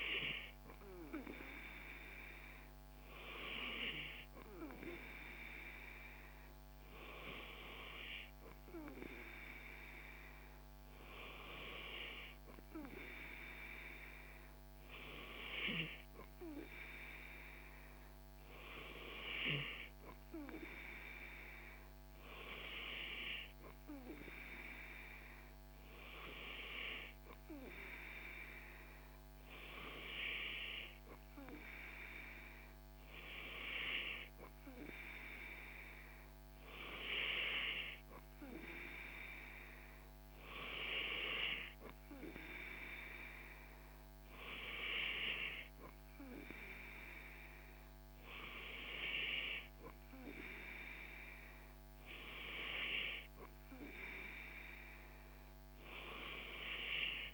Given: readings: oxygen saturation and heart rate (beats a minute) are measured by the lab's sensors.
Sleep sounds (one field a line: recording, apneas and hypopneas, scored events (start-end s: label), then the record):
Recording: breathing in sleep by a microphone on the trachea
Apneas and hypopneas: none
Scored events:
none scored
From the record:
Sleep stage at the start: N2 (light sleep)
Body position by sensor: on the back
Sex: male